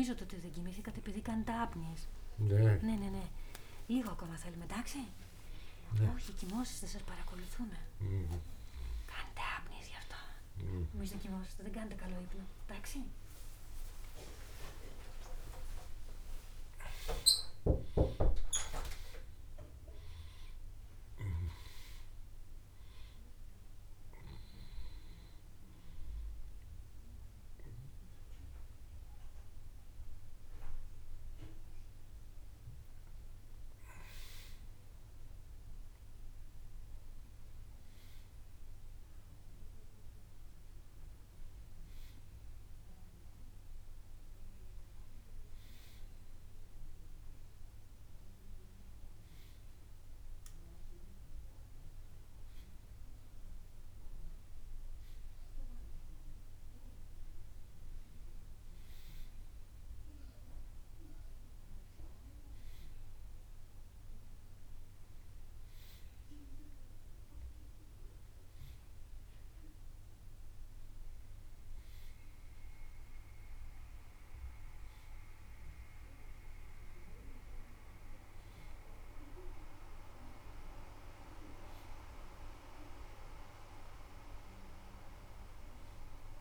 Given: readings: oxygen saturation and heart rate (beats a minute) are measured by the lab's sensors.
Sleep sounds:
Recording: a person partly awake in a sleep study, by a room microphone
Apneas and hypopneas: none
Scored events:
0.00-2.00 s: oxygen desaturation (device-marked, oxygen 91% lowest, heart rate 72 extreme)
18.00-42.00 s: oxygen desaturation (device-marked, oxygen 94% before, 90% lowest, heart rate 79 before, 68 extreme)
22.00-86.41 s: new sleep stage, N1 (lightest sleep)
From the record:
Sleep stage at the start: awake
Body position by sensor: on the back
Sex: male

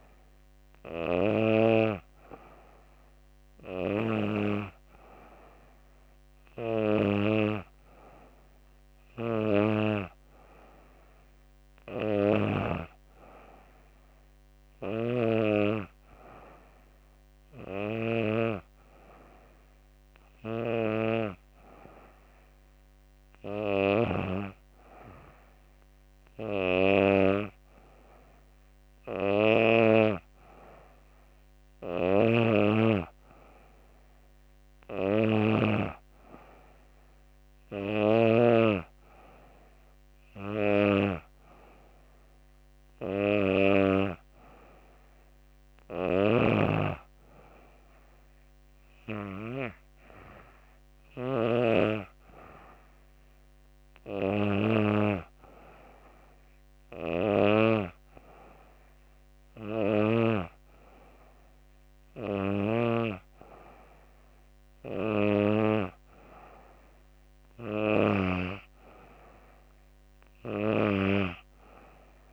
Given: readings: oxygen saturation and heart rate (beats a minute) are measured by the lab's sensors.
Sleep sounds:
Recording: breathing in sleep by a microphone on the trachea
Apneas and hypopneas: none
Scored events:
31.00-37.50 s: snoring (device-marked)
From the record:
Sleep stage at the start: N2 (light sleep)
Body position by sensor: on the back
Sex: female

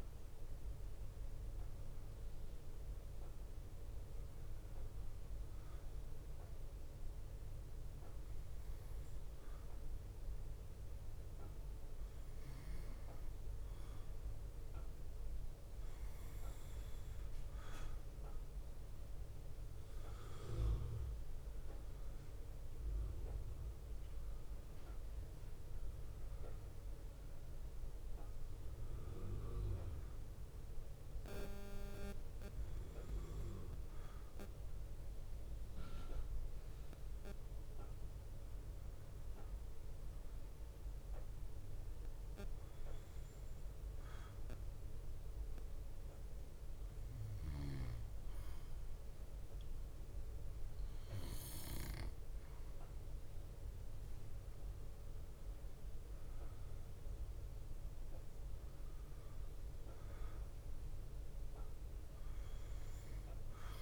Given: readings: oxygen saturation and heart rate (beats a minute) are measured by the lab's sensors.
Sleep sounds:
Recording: breathing in sleep by a room microphone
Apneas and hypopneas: 1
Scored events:
27.50-32.00 s: arousal
34.00-46.50 s: obstructive apnea (oxygen 93% before, 91% lowest)
54.00-58.50 s: arousal
From the record:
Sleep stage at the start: N2 (light sleep)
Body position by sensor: on the back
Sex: male

